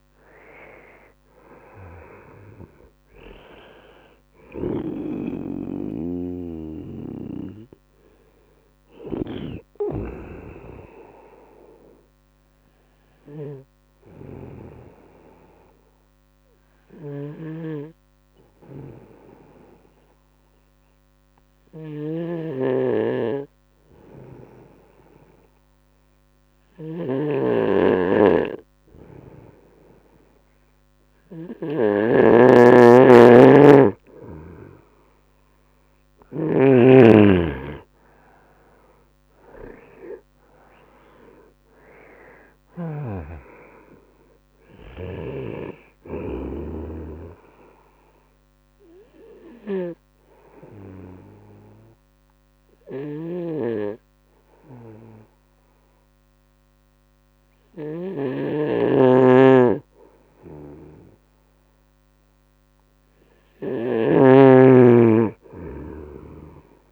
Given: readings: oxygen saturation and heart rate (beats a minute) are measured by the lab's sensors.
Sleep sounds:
breathing in sleep by a microphone on the trachea; 2
0.50-26.50 s: oxygen desaturation (device-marked, oxygen 97% before, 91% lowest, heart rate 73 before, 73 extreme)
11.00-31.00 s: obstructive apnea (oxygen 97% before, 91% lowest, heart rate 77 before, 73 extreme, up 2 after)
16.50-36.00 s: snoring (device-marked)
33.50-36.50 s: arousal
41.50-66.92 s: oxygen desaturation (device-marked, oxygen 98% before, 91% lowest, heart rate 75 before, 70 extreme)
46.50-62.50 s: obstructive apnea (oxygen 98% before, 90% lowest, heart rate 77 before, 73 extreme, up 1 after)
52.50-66.92 s: snoring (device-marked)
From the record:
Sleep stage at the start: N2 (light sleep); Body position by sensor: on the right side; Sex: male

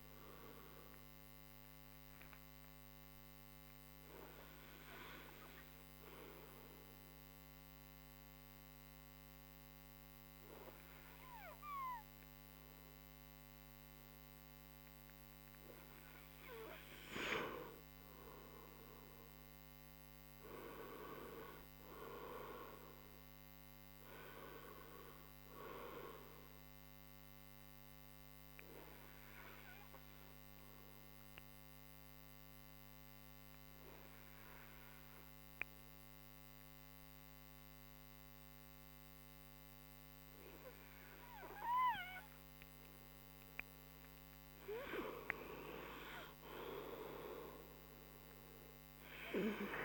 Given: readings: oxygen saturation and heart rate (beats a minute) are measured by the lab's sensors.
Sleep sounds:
breathing in sleep by a microphone on the trachea; 2
1.00-15.00 s: obstructive apnea (oxygen 97% before, 93% lowest)
20.00-24.50 s: arousal
28.50-43.50 s: obstructive apnea (oxygen 96% before, 93% lowest)
45.00-48.00 s: arousal
From the record:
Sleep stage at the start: N2 (light sleep); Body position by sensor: on the right side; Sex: male

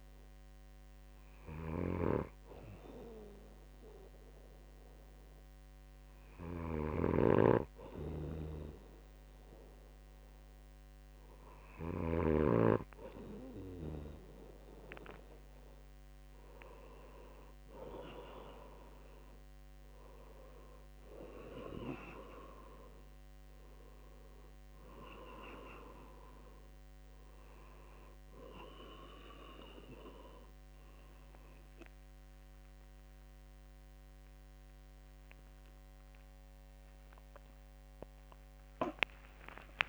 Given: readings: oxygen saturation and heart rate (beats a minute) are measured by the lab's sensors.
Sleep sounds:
breathing in sleep by a microphone on the trachea; none
0.00-13.00 s: snoring (device-marked)
32.00-34.00 s: long interval between heartbeats (device-marked, heart rate 68 before, 114 extreme)
32.00-39.89 s: new sleep stage, awake
37.00-39.00 s: long interval between heartbeats (device-marked, heart rate 87 before, 177 extreme)
From the record:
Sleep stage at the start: N2 (light sleep); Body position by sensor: on the right side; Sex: male

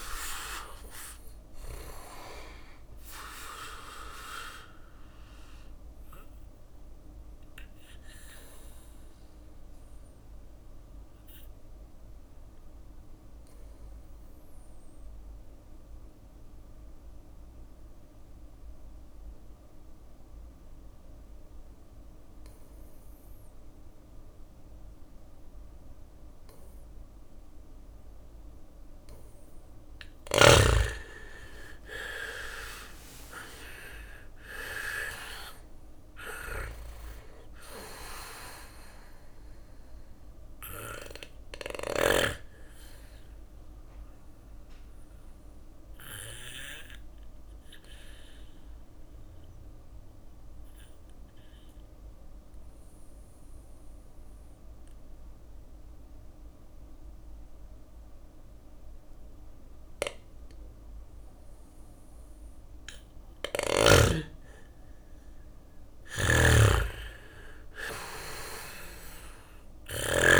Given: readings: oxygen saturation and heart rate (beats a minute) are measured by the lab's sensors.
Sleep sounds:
breathing in sleep by a room microphone; 2
0.00-7.50 s: drop in pulse transit time (device-marked, heart rate 60 extreme)
0.00-20.50 s: oxygen desaturation (device-marked, oxygen 92% lowest, heart rate 57 extreme)
4.50-12.50 s: bradycardia (device-marked, heart rate 60 before, 57 extreme)
5.50-27.00 s: obstructive apnea (oxygen 99% before, 90% lowest, heart rate 62 before, 57 extreme, up 4 after)
18.50-27.50 s: bradycardia (device-marked, heart rate 60 before, 58 extreme)
30.50-35.00 s: arousal
32.50-43.50 s: drop in pulse transit time (device-marked, heart rate 59 before, 59 extreme)
33.50-55.50 s: oxygen desaturation (device-marked, oxygen 99% before, 90% lowest, heart rate 59 before, 58 extreme)
39.50-47.50 s: bradycardia (device-marked, heart rate 60 before, 58 extreme)
41.50-60.50 s: obstructive apnea (oxygen 99% before, 90% lowest, heart rate 60 before, 57 extreme, up 0 after)
58.50-63.50 s: bradycardia (device-marked, heart rate 60 before, 59 extreme)
62.50-66.00 s: arousal
65.00-70.40 s: snoring (device-marked)
From the record:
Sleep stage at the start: N2 (light sleep); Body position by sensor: on the back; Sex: male

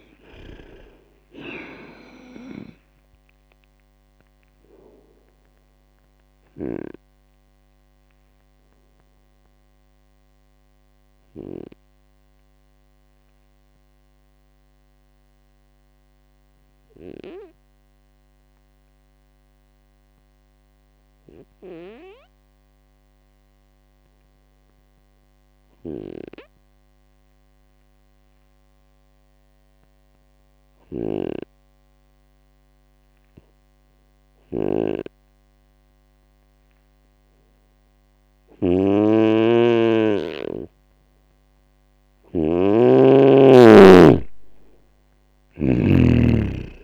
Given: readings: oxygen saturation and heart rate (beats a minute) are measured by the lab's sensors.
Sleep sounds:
breathing in sleep by a microphone on the trachea; 1
8.00-40.50 s: obstructive apnea (oxygen 97% before, 92% lowest, heart rate 71 before, 58 extreme, up 7 after)
30.50-46.84 s: snoring (device-marked)
43.00-46.00 s: arousal
43.00-46.84 s: oxygen desaturation (device-marked, oxygen 98% before, 95% lowest, heart rate 66 before, 61 extreme)
From the record:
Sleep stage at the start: N2 (light sleep); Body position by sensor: on the right side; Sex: male

